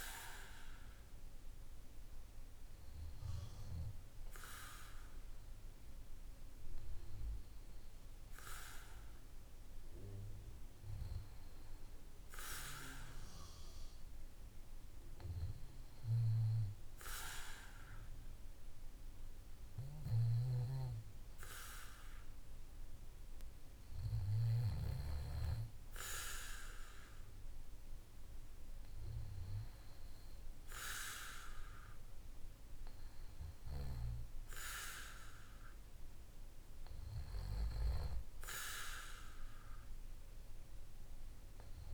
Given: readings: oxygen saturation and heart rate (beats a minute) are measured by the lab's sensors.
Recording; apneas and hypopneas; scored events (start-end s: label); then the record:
breathing in sleep by a room microphone; 1
12.00-25.50 s: hypopnea (oxygen 97% before, 94% lowest, heart rate 54 before, 55 extreme, up 2 after)
From the record:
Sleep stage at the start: REM sleep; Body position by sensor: on the back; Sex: male